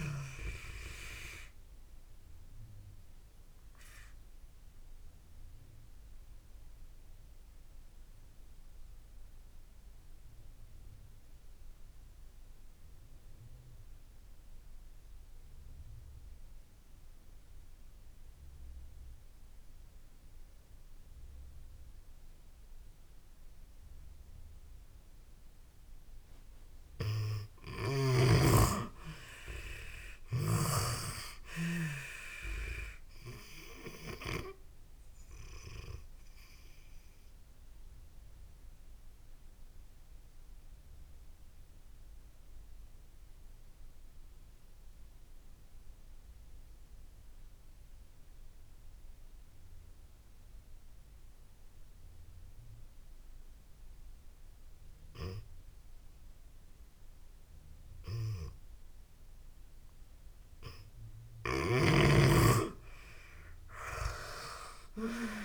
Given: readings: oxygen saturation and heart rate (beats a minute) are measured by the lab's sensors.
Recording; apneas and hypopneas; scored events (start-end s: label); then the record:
breathing in sleep by a room microphone; 2
0.00-28.50 s: oxygen desaturation (device-marked, oxygen 80% lowest)
1.50-25.50 s: obstructive apnea (oxygen 98% before, 80% lowest)
27.50-31.00 s: arousal
35.00-59.00 s: obstructive apnea (oxygen 96% before, 79% lowest)
45.50-60.50 s: oxygen desaturation (device-marked, oxygen 94% before, 84% lowest)
62.00-65.45 s: arousal
From the record:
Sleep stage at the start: N2 (light sleep); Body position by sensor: on the back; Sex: female